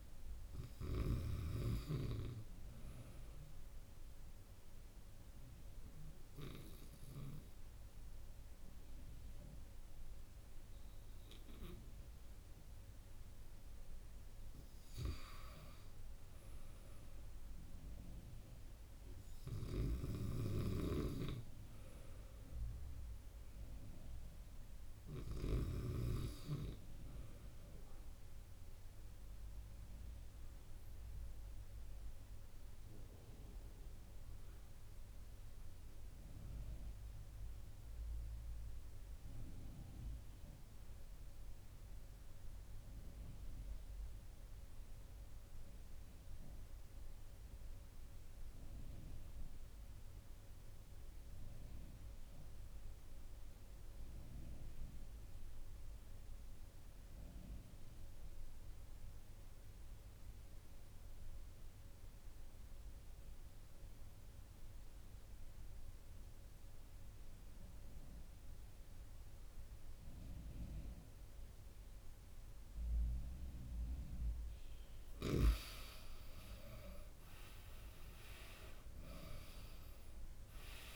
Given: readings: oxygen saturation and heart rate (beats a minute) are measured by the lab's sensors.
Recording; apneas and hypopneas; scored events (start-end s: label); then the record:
breathing in sleep by a room microphone; 2
0.00-1.50 s: snoring (device-marked)
3.50-15.00 s: obstructive apnea (oxygen 97% before, 92% lowest)
17.50-80.96 s: new sleep stage, N2 (light sleep)
18.00-22.00 s: arousal
19.50-25.50 s: snoring (device-marked)
30.00-74.50 s: obstructive apnea (oxygen 96% before, 90% lowest)
58.50-80.96 s: oxygen desaturation (device-marked, oxygen 96% before, 90% lowest)
77.00-80.50 s: arousal
From the record:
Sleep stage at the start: N1 (lightest sleep); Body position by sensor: on the right side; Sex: male